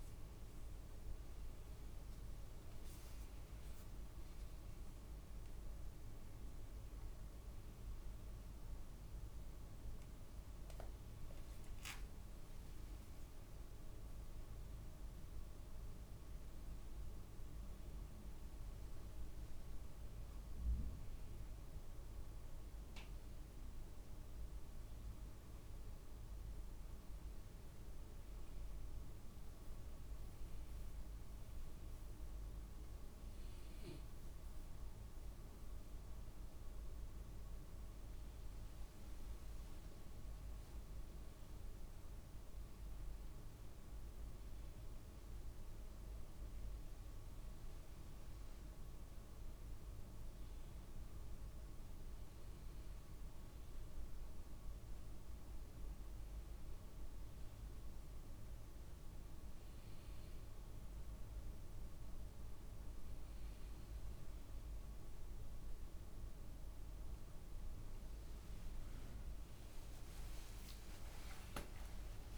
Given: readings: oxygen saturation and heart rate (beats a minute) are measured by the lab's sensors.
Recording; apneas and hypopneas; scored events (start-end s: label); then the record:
breathing in sleep, hard to hear, by a room microphone; none
none scored
From the record:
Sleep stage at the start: N2 (light sleep); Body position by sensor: on the back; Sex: male